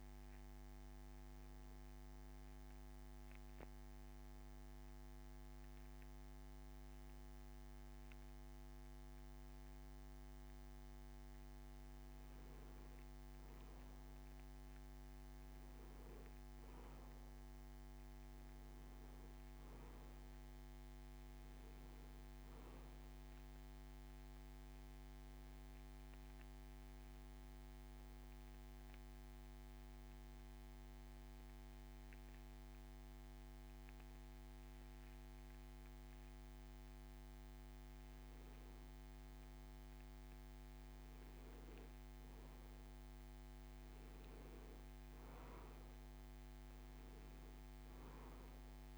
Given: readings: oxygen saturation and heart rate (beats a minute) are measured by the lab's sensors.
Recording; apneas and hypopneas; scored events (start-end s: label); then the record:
breathing in sleep, hard to hear, by a microphone on the trachea; 2
0.50-12.00 s: hypopnea (oxygen 97% before, 93% lowest)
15.00-19.00 s: arousal
25.00-37.50 s: hypopnea (oxygen 97% before, 93% lowest)
40.00-43.00 s: arousal
From the record:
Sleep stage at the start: N2 (light sleep); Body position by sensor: on the back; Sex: male